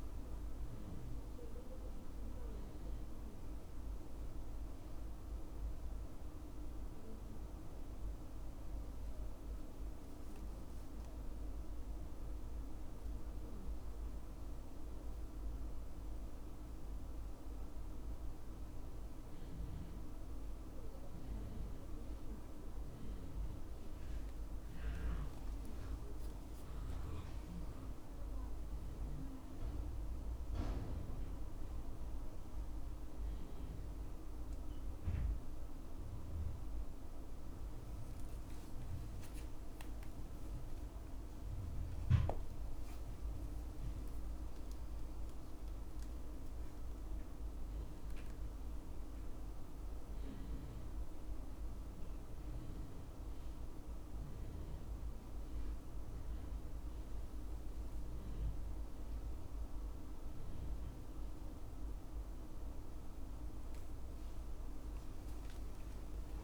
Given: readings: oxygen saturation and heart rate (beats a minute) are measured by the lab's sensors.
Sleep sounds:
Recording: breathing in sleep, hard to hear, by a room microphone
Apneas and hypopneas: 1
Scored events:
0.50-4.00 s: arousal
9.00-21.00 s: hypopnea (oxygen 95% before, 91% lowest, heart rate 78 before, 74 extreme, up 0 after)
25.50-28.50 s: arousal
26.50-45.50 s: oxygen desaturation (device-marked, oxygen 97% before, 92% lowest, heart rate 77 before, 74 extreme)
47.50-62.50 s: oxygen desaturation (device-marked, oxygen 96% before, 91% lowest, heart rate 76 before, 76 extreme)
65.50-66.44 s: new sleep stage, awake
From the record:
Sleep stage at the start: N2 (light sleep)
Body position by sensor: on the back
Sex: male

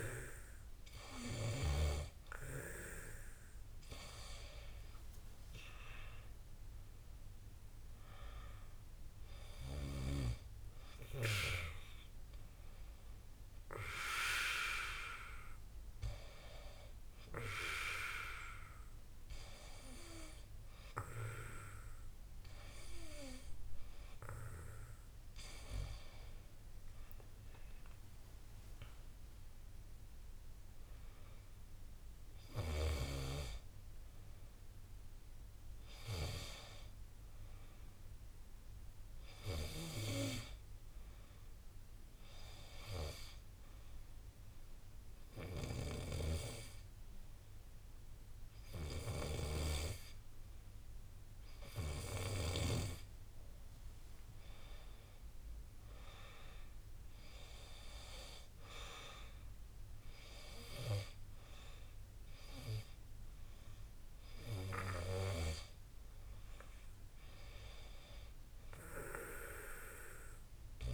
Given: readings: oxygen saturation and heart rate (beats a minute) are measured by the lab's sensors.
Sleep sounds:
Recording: breathing in sleep by a room microphone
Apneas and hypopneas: 1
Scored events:
0.50-10.50 s: oxygen desaturation (device-marked, oxygen 96% before, 91% lowest, heart rate 59 before, 52 extreme)
28.50-32.00 s: arousal
43.50-54.50 s: hypopnea (oxygen 95% before, 89% lowest, heart rate 60 before, 55 extreme, up 14 after)
57.00-60.50 s: arousal
60.50-70.93 s: oxygen desaturation (device-marked, oxygen 94% before, 89% lowest, heart rate 60 before, 54 extreme)
From the record:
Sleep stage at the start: N2 (light sleep)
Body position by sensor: on the back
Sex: male

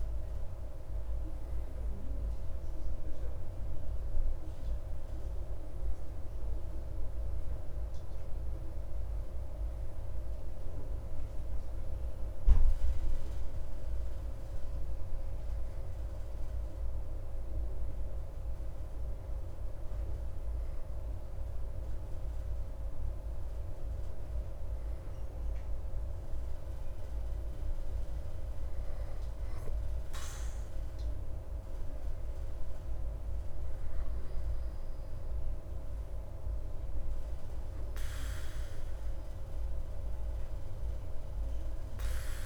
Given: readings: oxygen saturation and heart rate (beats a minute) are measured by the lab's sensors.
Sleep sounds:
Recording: breathing in sleep, hard to hear, by a room microphone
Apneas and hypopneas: none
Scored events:
none scored
From the record:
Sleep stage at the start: N2 (light sleep)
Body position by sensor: on the back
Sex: male

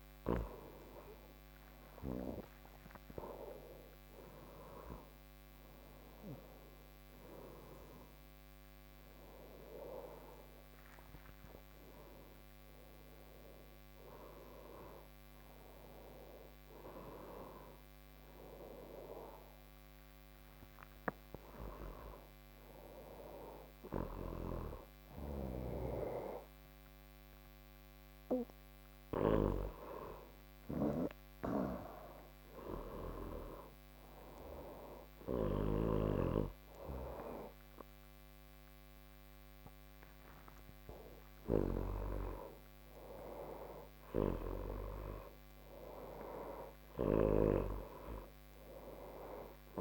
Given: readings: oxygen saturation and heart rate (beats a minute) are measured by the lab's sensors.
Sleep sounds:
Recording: breathing in sleep by a microphone on the trachea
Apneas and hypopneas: none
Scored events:
28.00-49.81 s: new sleep stage, N1 (lightest sleep)
From the record:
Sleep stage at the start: N3 (deep sleep)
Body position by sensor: on the back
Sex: male

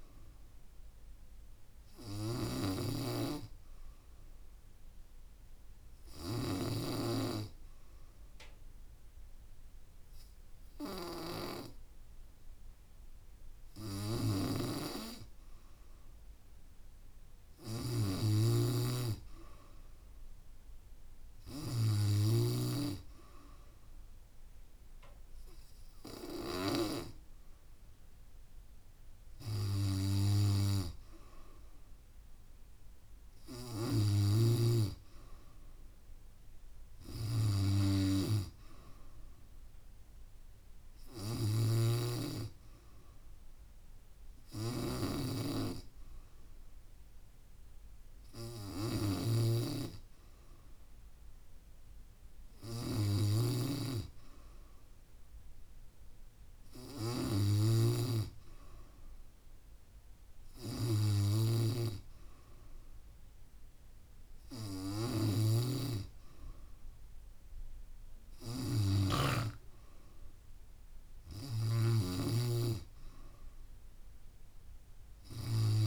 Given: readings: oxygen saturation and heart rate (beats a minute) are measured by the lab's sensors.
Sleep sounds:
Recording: breathing in sleep by a room microphone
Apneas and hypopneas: 1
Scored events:
5.00-15.50 s: hypopnea (oxygen 95% before, 93% lowest, heart rate 70 before, 66 extreme)
17.50-20.00 s: arousal
18.50-22.50 s: snoring (device-marked)
49.00-58.00 s: snoring (device-marked)
65.50-69.50 s: snoring (device-marked)
From the record:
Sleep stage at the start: N3 (deep sleep)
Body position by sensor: on the back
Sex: female

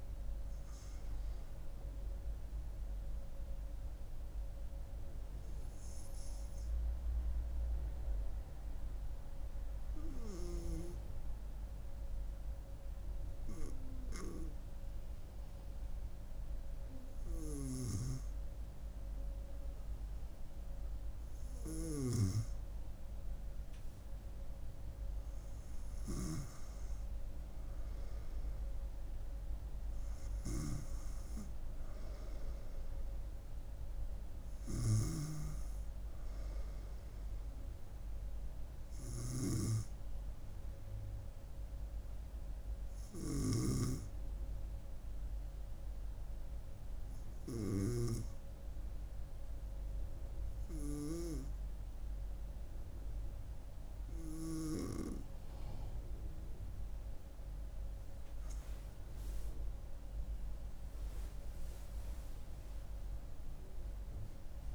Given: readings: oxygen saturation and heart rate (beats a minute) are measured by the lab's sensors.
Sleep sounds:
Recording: breathing in sleep by a room microphone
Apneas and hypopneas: 2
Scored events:
8.50-20.00 s: hypopnea (oxygen 98% before, 95% lowest, heart rate 68 before, 66 extreme, up 3 after)
23.50-27.00 s: arousal
44.00-56.50 s: hypopnea (oxygen 97% before, 94% lowest, heart rate 68 before, 65 extreme, up 8 after)
58.00-61.00 s: arousal
From the record:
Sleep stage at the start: N2 (light sleep)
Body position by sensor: on the front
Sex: female

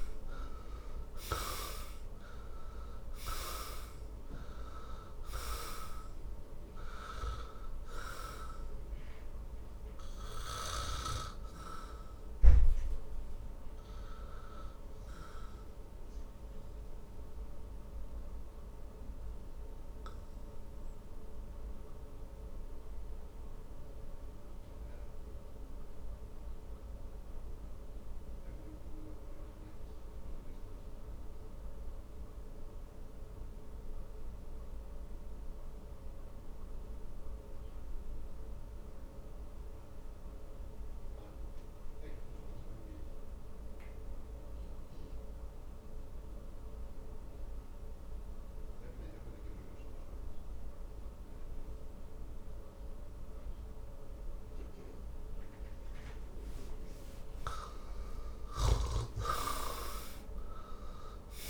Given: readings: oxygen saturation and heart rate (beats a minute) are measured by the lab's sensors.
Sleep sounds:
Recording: breathing in sleep by a room microphone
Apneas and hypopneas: 1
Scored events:
0.00-1.00 s: arousal
0.00-40.00 s: oxygen desaturation (device-marked, oxygen 71% lowest, heart rate 54 extreme)
11.00-56.00 s: obstructive apnea (oxygen 94% before, 71% lowest, heart rate 71 before, 49 extreme, up 21 after)
56.00-61.50 s: oxygen desaturation (device-marked, oxygen 99% before, 77% lowest, heart rate 56 before, 49 extreme)
58.50-61.50 s: arousal
From the record:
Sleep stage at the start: N2 (light sleep)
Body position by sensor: on the back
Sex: male

